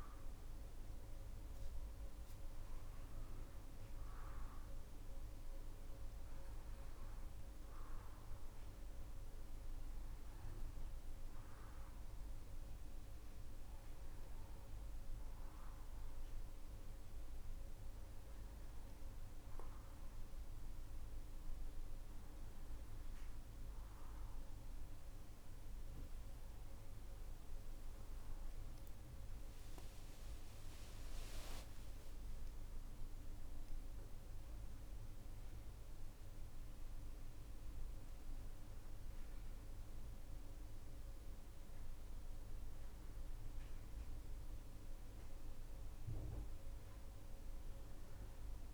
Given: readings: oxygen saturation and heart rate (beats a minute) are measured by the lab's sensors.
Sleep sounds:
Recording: a person awake in a sleep study, hard to hear, by a room microphone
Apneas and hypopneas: none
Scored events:
none scored
From the record:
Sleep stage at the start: awake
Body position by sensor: on the back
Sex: male

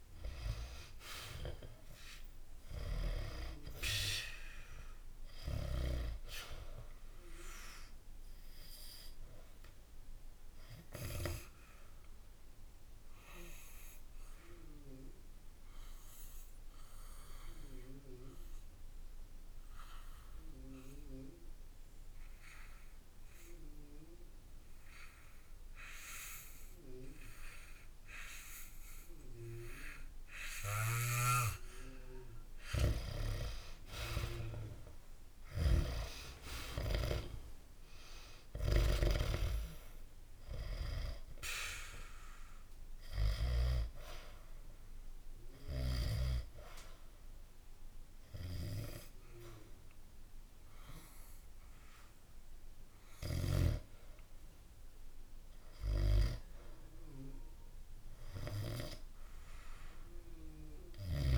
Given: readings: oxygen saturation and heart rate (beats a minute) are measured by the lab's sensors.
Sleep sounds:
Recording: breathing in sleep by a room microphone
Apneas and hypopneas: 2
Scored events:
0.00-1.50 s: arousal
0.00-24.00 s: oxygen desaturation (device-marked, oxygen 88% lowest, heart rate 60 extreme)
10.50-31.50 s: obstructive apnea (oxygen 96% before, 88% lowest, heart rate 64 before, 60 extreme, up 7 after)
32.00-37.00 s: arousal
38.00-55.00 s: oxygen desaturation (device-marked, oxygen 97% before, 89% lowest, heart rate 65 before, 66 extreme)
43.00-54.50 s: obstructive apnea (oxygen 97% before, 89% lowest, heart rate 65 before, 66 extreme, up 2 after)
57.00-61.00 s: arousal
From the record:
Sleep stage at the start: N2 (light sleep)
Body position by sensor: on the back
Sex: male

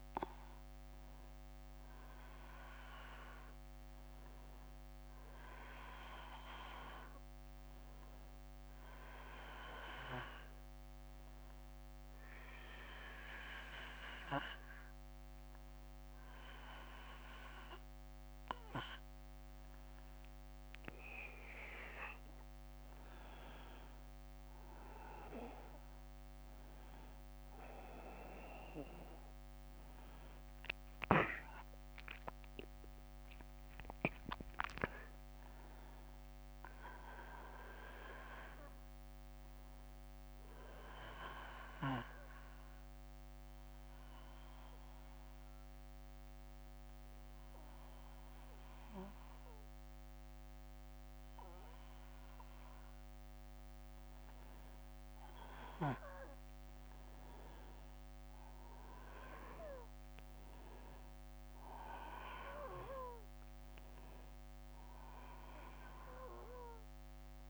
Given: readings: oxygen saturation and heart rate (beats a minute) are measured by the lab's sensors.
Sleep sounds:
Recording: breathing in sleep by a microphone on the trachea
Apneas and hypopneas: 1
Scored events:
33.50-37.50 s: arousal
41.50-53.00 s: obstructive apnea (oxygen 97% before, 93% lowest, heart rate 68 before, 62 extreme, up 4 after)
55.00-59.00 s: arousal
59.50-67.49 s: oxygen desaturation (device-marked, oxygen 96% before, 93% lowest, heart rate 65 before, 60 extreme)
From the record:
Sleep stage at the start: N1 (lightest sleep)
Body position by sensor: on the back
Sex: male

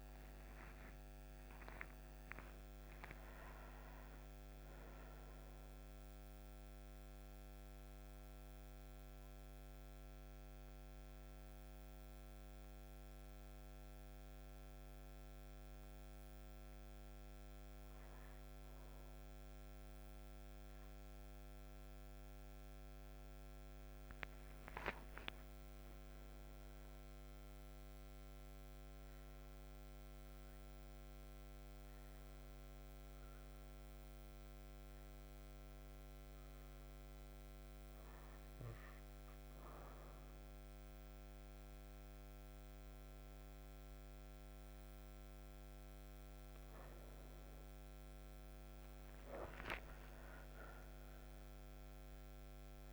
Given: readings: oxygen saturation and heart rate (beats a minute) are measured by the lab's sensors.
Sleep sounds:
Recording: a person partly awake in a sleep study, hard to hear, by a microphone on the trachea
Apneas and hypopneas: 1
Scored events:
23.00-52.92 s: new sleep stage, N1 (lightest sleep)
36.50-46.50 s: obstructive apnea (oxygen 99% before, 92% lowest)
49.50-52.92 s: arousal
From the record:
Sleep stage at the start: awake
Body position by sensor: on the right side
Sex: female

